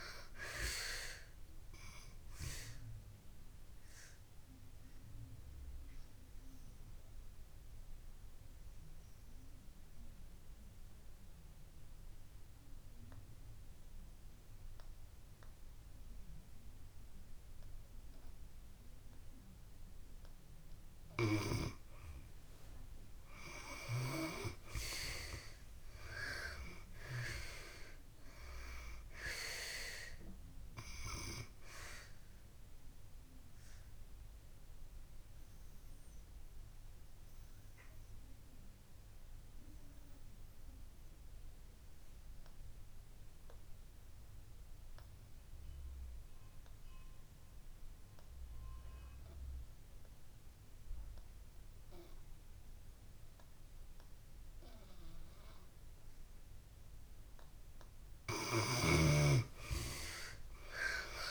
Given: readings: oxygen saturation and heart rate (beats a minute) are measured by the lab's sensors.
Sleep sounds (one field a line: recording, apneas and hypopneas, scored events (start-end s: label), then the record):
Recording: breathing in sleep by a room microphone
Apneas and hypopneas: 2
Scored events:
0.00-24.00 s: oxygen desaturation (device-marked, oxygen 73% lowest)
2.50-20.00 s: obstructive apnea (oxygen 96% before, 70% lowest)
24.00-27.50 s: arousal
33.00-51.00 s: oxygen desaturation (device-marked, oxygen 94% before, 76% lowest)
33.00-56.50 s: obstructive apnea (oxygen 94% before, 70% lowest)
53.00-61.31 s: oxygen desaturation (device-marked, oxygen 96% before, 70% lowest)
59.00-61.31 s: arousal
From the record:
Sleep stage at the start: N2 (light sleep)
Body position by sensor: on the back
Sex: female